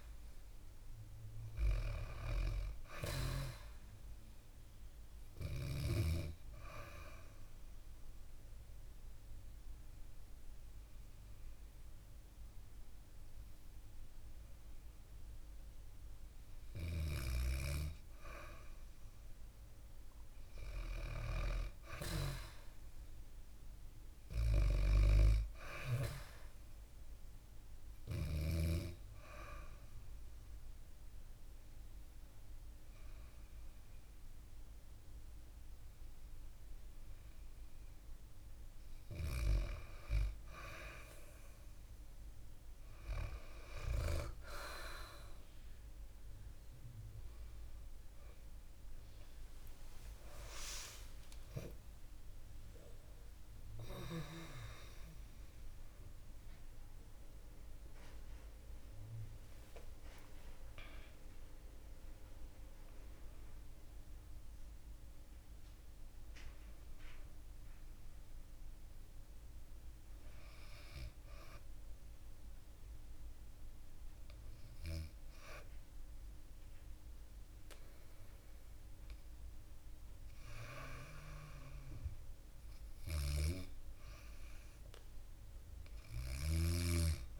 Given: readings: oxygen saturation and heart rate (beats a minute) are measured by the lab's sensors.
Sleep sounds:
breathing in sleep by a room microphone; 3
0.00-2.00 s: arousal
6.00-16.50 s: obstructive apnea (oxygen 97% before, 94% lowest, heart rate 61 before, 57 extreme, up 4 after)
7.00-11.00 s: bradycardia (device-marked, heart rate 64 before, 59 extreme)
16.50-21.50 s: snoring (device-marked)
19.00-23.00 s: arousal
27.00-39.50 s: hypopnea (oxygen 98% before, 94% lowest, heart rate 61 before, 57 extreme, up 11 after)
30.00-34.00 s: bradycardia (device-marked, heart rate 64 before, 59 extreme)
46.00-52.50 s: arousal
69.00-85.00 s: bradycardia (device-marked, heart rate 64 before, 57 extreme)
71.00-83.00 s: hypopnea (oxygen 100% before, 94% lowest, heart rate 79 before, 57 extreme, up 3 after)
82.00-87.39 s: snoring (device-marked)
85.50-87.39 s: arousal
From the record:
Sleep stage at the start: N2 (light sleep); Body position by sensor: on the back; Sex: female

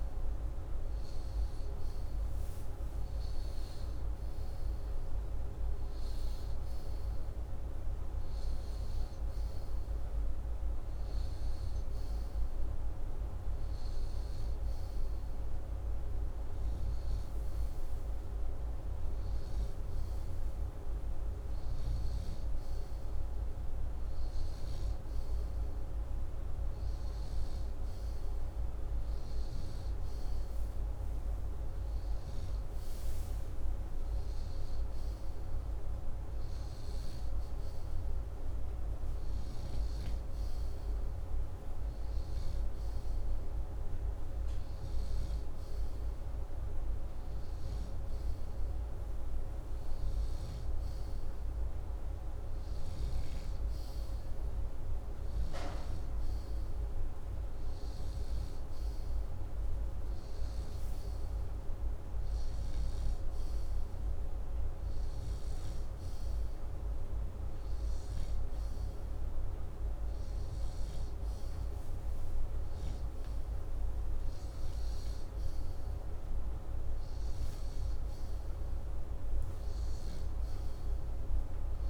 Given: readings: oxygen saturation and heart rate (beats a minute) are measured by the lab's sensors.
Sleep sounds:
breathing in sleep, hard to hear, by a room microphone; none
0.00-3.00 s: arousal
From the record:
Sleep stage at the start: N2 (light sleep); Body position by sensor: upright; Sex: male

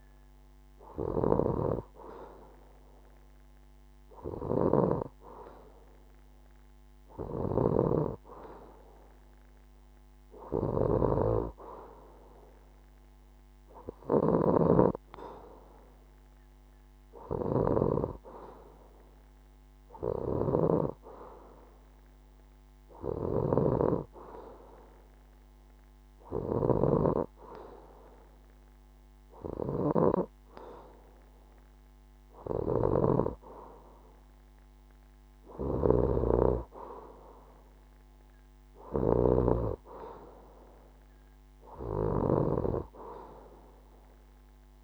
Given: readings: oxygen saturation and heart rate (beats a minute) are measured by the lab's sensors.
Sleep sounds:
breathing in sleep by a microphone on the trachea; none
none scored
From the record:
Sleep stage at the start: N2 (light sleep); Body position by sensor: on the left side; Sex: female

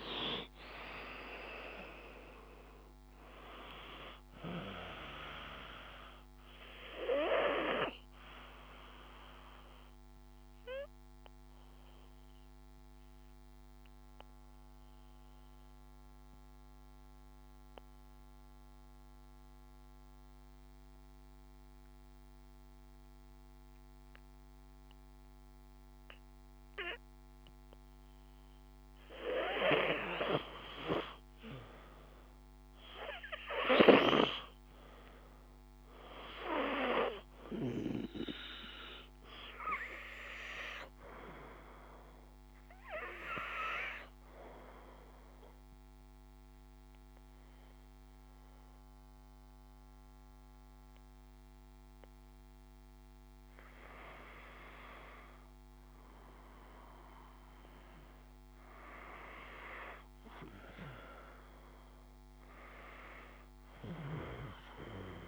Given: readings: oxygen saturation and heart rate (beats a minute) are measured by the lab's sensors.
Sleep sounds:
breathing in sleep by a microphone on the trachea; 2
0.00-27.50 s: oxygen desaturation (device-marked, oxygen 88% lowest, heart rate 49 extreme)
7.50-28.50 s: obstructive apnea (oxygen 97% before, 88% lowest, heart rate 55 before, 49 extreme, up 5 after)
30.50-34.00 s: arousal
42.50-53.50 s: obstructive apnea (oxygen 98% before, 90% lowest, heart rate 53 before, 52 extreme, up 2 after)
44.50-59.50 s: oxygen desaturation (device-marked, oxygen 97% before, 91% lowest, heart rate 54 before, 52 extreme)
55.50-59.50 s: arousal
From the record:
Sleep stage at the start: N2 (light sleep); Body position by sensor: on the back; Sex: male

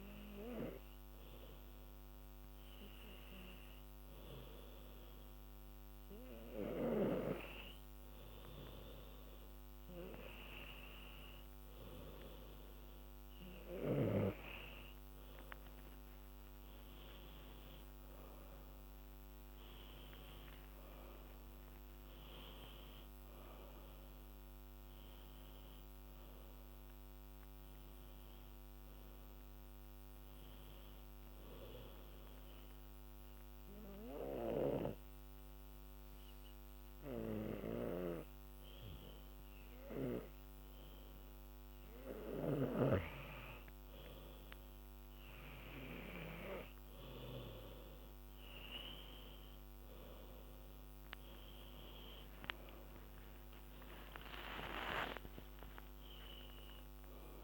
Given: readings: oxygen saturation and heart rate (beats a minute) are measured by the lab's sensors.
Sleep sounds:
breathing in sleep by a microphone on the trachea; 2
0.50-12.50 s: hypopnea (oxygen 97% before, 93% lowest, heart rate 90 before, 82 extreme, up 3 after)
18.00-23.00 s: arousal
31.00-42.00 s: obstructive apnea (oxygen 98% before, 93% lowest, heart rate 86 before, 82 extreme, up 7 after)
44.50-57.44 s: oxygen desaturation (device-marked, oxygen 98% before, 93% lowest, heart rate 84 before, 83 extreme)
53.00-55.00 s: long interval between heartbeats (device-marked, heart rate 85 before, 108 extreme)
54.50-57.44 s: arousal
55.00-57.00 s: long interval between heartbeats (device-marked, heart rate 88 before, 120 extreme)
From the record:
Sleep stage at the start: N2 (light sleep); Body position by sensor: on the back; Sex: female

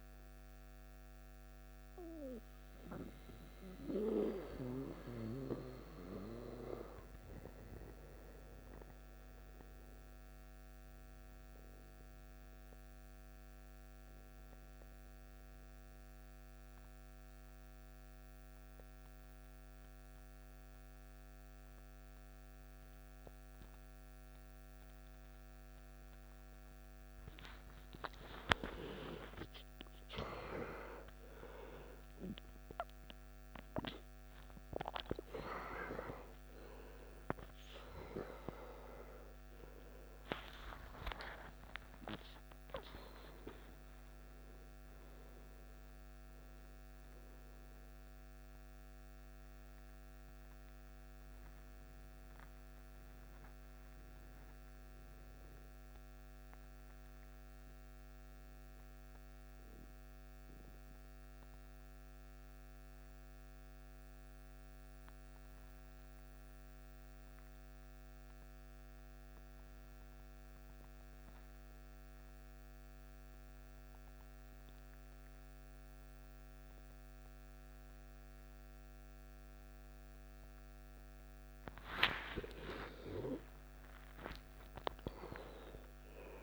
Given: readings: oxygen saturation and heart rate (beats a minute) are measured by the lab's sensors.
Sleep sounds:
breathing in sleep by a microphone on the trachea; 2
0.00-10.00 s: oxygen desaturation (device-marked, oxygen 90% lowest, heart rate 58 extreme)
2.00-28.50 s: mixed apnea (oxygen 98% before, 88% lowest, heart rate 64 before, 58 extreme, up 18 after)
6.00-86.43 s: new sleep stage, N2 (light sleep)
29.50-33.00 s: arousal
31.00-50.00 s: oxygen desaturation (device-marked, oxygen 96% before, 88% lowest, heart rate 59 before, 56 extreme)
41.50-46.00 s: arousal
51.50-82.00 s: mixed apnea (oxygen 96% before, 86% lowest, heart rate 77 before, 56 extreme, up 14 after)
70.00-86.43 s: oxygen desaturation (device-marked, oxygen 98% before, 86% lowest, heart rate 60 before, 54 extreme)
83.00-86.43 s: arousal
From the record:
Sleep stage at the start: N1 (lightest sleep); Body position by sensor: on the back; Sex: male

